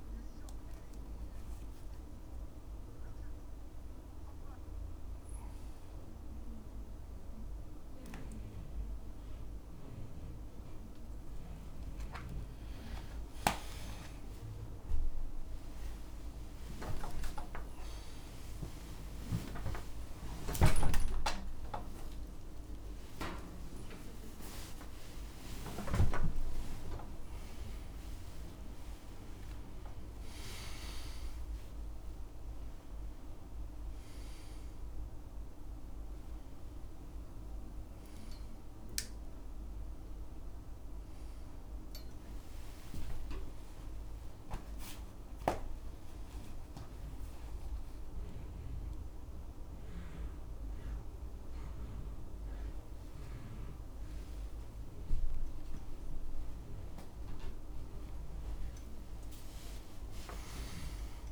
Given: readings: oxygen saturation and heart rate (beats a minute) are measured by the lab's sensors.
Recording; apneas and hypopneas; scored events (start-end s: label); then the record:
a person awake in a sleep study, by a room microphone; none
0.00-19.00 s: oxygen desaturation (device-marked, oxygen 91% lowest, heart rate 70 extreme)
20.50-22.50 s: long interval between heartbeats (device-marked, heart rate 74 before, 85 extreme)
21.00-25.00 s: tachycardia (device-marked, heart rate 71 before, 108 extreme)
24.00-26.00 s: long interval between heartbeats (device-marked, heart rate 77 before, 108 extreme)
59.00-61.32 s: new sleep stage, N1 (lightest sleep)
From the record:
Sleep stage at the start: awake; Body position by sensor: on the right side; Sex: male